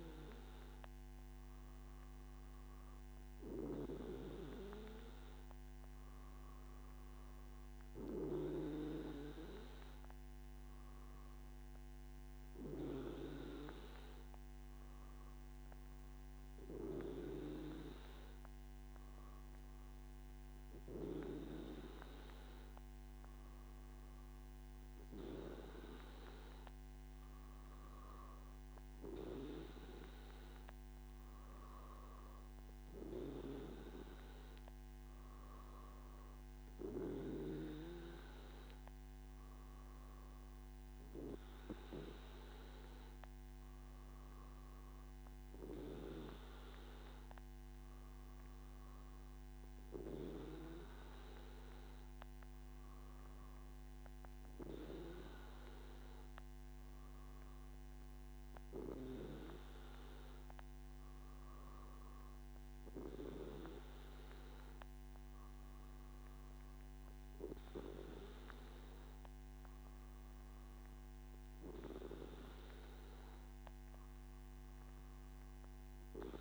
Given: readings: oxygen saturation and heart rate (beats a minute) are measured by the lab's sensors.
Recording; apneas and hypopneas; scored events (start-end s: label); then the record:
breathing in sleep by a microphone on the trachea; none
none scored
From the record:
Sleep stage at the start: N2 (light sleep); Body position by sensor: on the back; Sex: male